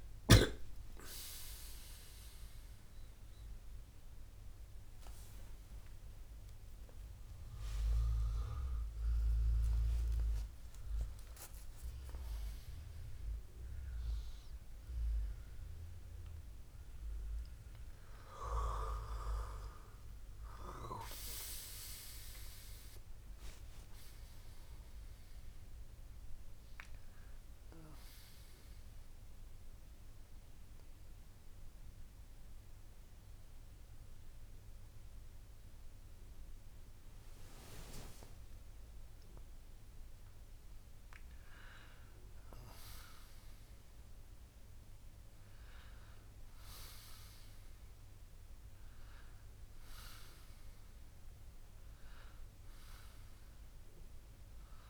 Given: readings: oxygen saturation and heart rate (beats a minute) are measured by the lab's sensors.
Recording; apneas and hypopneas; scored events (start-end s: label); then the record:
a person partly awake in a sleep study, by a room microphone; none
23.00-54.90 s: new sleep stage, N1 (lightest sleep)
From the record:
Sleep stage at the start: awake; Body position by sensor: on the right side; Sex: male